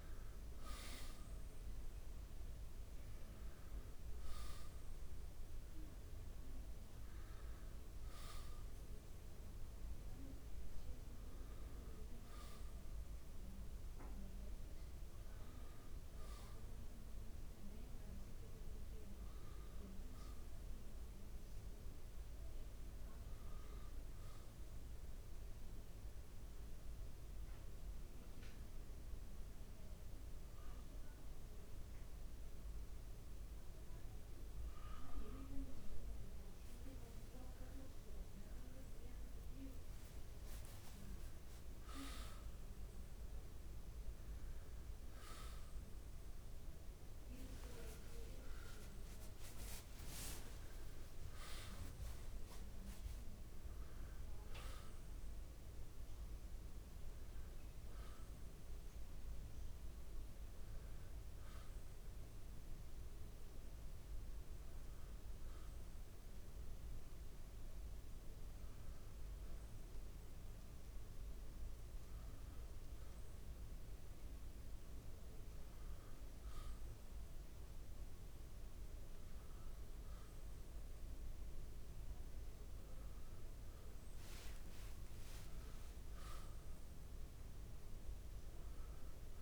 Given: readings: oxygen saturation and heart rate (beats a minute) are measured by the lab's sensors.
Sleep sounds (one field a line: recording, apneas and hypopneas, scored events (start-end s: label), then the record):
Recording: breathing in sleep, hard to hear, by a room microphone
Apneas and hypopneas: 2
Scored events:
0.00-20.50 s: oxygen desaturation (device-marked, oxygen 87% lowest, heart rate 68 extreme)
19.00-22.00 s: arousal
24.50-35.50 s: mixed apnea (oxygen 94% before, 88% lowest, heart rate 69 before, 69 extreme, up 0 after)
38.50-42.50 s: arousal
39.50-63.50 s: oxygen desaturation (device-marked, oxygen 93% before, 88% lowest, heart rate 69 before, 68 extreme)
60.00-72.50 s: hypopnea (oxygen 93% before, 89% lowest, heart rate 79 before, 68 extreme, up 0 after)
74.50-78.50 s: arousal
From the record:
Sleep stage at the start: N1 (lightest sleep)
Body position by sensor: on the back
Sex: male